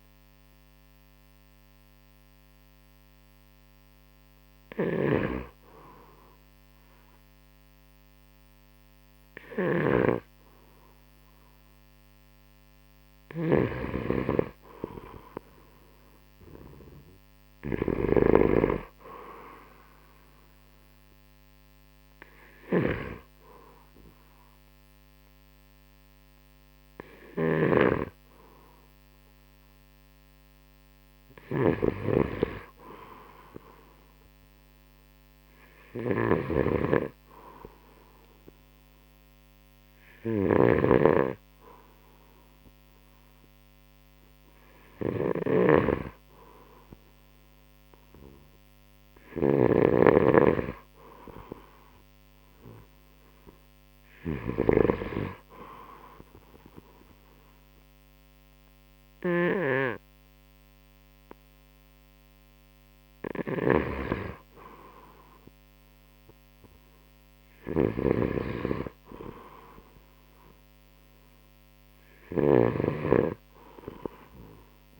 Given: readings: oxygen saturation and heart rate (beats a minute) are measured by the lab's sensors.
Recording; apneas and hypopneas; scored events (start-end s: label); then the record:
breathing in sleep by a microphone on the trachea; none
0.00-6.00 s: drop in pulse transit time (device-marked, heart rate 68 extreme)
2.00-17.00 s: oxygen desaturation (device-marked, oxygen 94% before, 90% lowest, heart rate 70 before, 64 extreme)
9.50-55.00 s: snoring (device-marked)
19.00-36.00 s: oxygen desaturation (device-marked, oxygen 96% before, 90% lowest, heart rate 69 before, 67 extreme)
63.50-75.00 s: snoring (device-marked)
71.00-74.50 s: arousal
From the record:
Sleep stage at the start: N2 (light sleep); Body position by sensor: on the right side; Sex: male